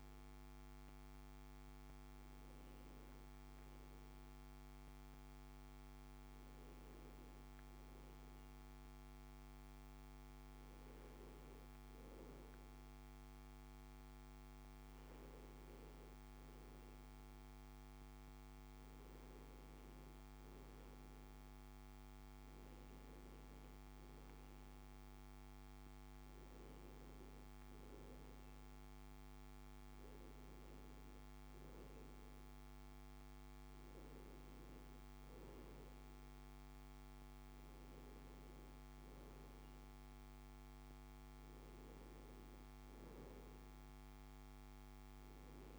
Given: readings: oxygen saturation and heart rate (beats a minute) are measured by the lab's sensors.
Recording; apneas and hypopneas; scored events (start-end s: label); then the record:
breathing in sleep, hard to hear, by a microphone on the trachea; none
none scored
From the record:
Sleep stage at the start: N2 (light sleep); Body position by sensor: on the back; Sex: male